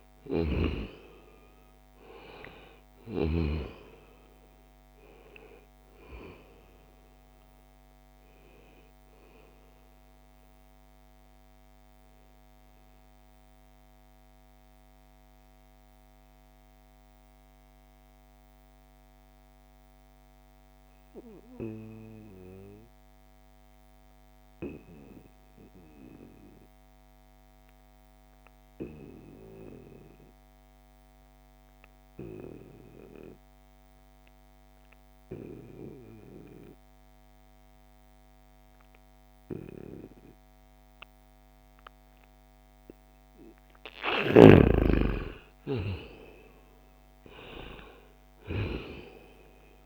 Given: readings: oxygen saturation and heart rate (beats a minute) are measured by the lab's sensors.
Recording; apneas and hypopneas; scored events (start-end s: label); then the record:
breathing in sleep by a microphone on the trachea; 1
0.00-21.50 s: oxygen desaturation (device-marked, oxygen 89% lowest, heart rate 63 extreme)
10.00-42.50 s: mixed apnea (oxygen 97% before, 86% lowest, heart rate 72 before, 63 extreme, up 9 after)
35.50-49.86 s: oxygen desaturation (device-marked, oxygen 97% before, 86% lowest, heart rate 68 before, 63 extreme)
43.50-48.50 s: arousal
From the record:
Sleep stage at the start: N2 (light sleep); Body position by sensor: on the back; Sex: male